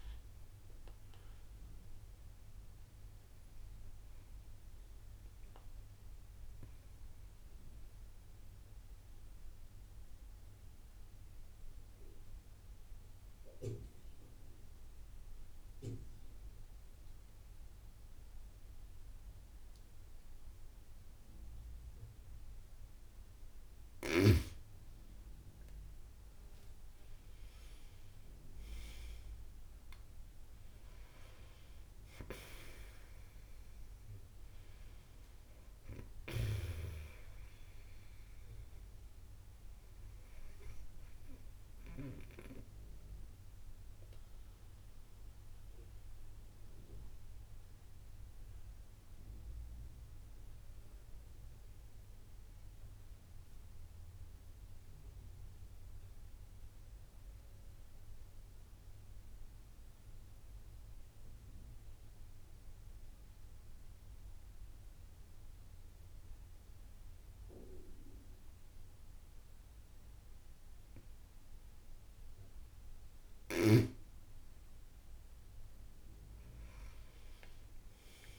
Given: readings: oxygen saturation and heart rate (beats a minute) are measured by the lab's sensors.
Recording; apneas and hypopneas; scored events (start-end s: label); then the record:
breathing in sleep by a room microphone; 2
4.00-23.50 s: mixed apnea (oxygen 95% before, 91% lowest)
7.50-9.50 s: long interval between heartbeats (device-marked)
24.50-29.00 s: arousal
27.50-55.50 s: oxygen desaturation (device-marked, oxygen 96% before, 91% lowest)
30.00-32.00 s: long interval between heartbeats (device-marked)
43.00-72.00 s: mixed apnea (oxygen 96% before, 91% lowest)
73.50-78.39 s: arousal
74.50-78.39 s: oxygen desaturation (device-marked, oxygen 96% before, 92% lowest)
75.00-77.00 s: long interval between heartbeats (device-marked)
From the record:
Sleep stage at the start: N2 (light sleep); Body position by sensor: on the back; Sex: female